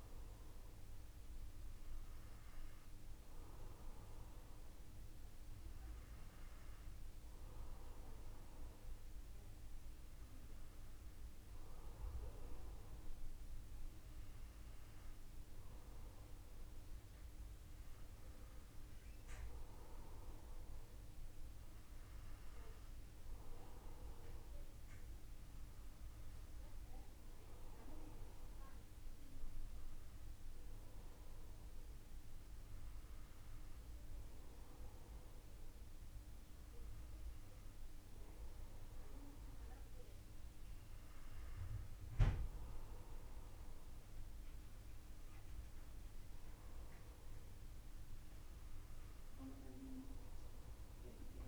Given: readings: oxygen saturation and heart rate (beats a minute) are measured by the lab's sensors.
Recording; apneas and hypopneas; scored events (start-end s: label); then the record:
breathing in sleep, hard to hear, by a room microphone; none
3.50-51.48 s: new sleep stage, N2 (light sleep)
From the record:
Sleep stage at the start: N1 (lightest sleep); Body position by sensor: on the back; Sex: male